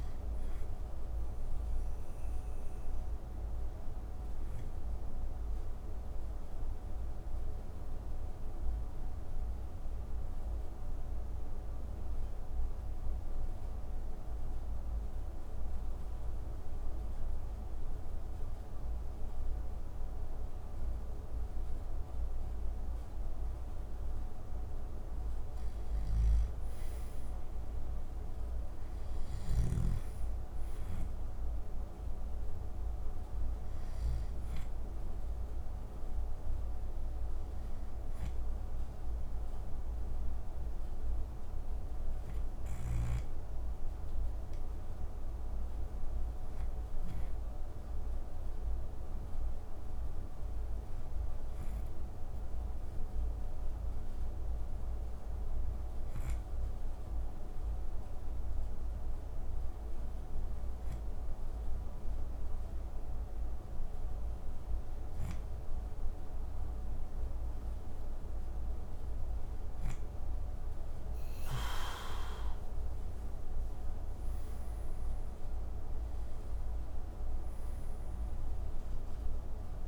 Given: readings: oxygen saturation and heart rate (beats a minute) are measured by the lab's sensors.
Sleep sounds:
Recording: breathing in sleep, hard to hear, by a room microphone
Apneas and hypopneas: 2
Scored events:
2.50-22.50 s: oxygen desaturation (device-marked, oxygen 96% before, 91% lowest)
4.50-24.00 s: mixed apnea (oxygen 97% before, 91% lowest)
26.00-29.00 s: arousal
34.50-45.50 s: oxygen desaturation (device-marked, oxygen 97% before, 93% lowest)
37.00-68.50 s: hypopnea (oxygen 97% before, 93% lowest)
73.50-77.50 s: arousal
From the record:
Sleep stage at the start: N2 (light sleep)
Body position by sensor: on the back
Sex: male

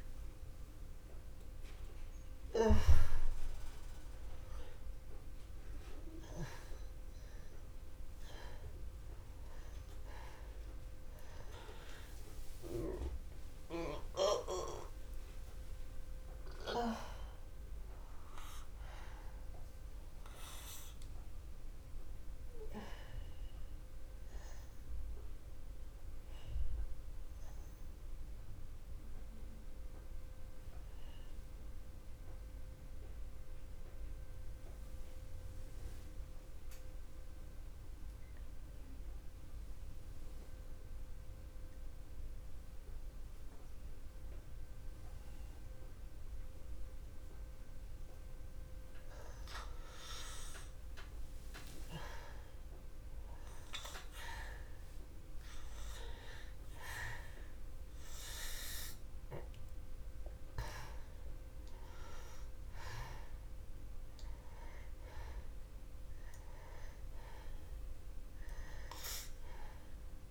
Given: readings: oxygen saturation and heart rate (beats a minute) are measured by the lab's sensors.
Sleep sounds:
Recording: breathing in sleep by a room microphone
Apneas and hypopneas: 1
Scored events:
2.50-25.50 s: oxygen desaturation (device-marked, oxygen 97% before, 92% lowest, heart rate 61 before, 52 extreme)
24.50-27.50 s: arousal
29.00-50.50 s: obstructive apnea (oxygen 97% before, 86% lowest, heart rate 58 before, 61 extreme, up 0 after)
55.50-59.00 s: arousal
60.50-70.31 s: oxygen desaturation (device-marked, oxygen 97% before, 86% lowest, heart rate 61 before, 60 extreme)
From the record:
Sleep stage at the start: N2 (light sleep)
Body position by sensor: on the back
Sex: male

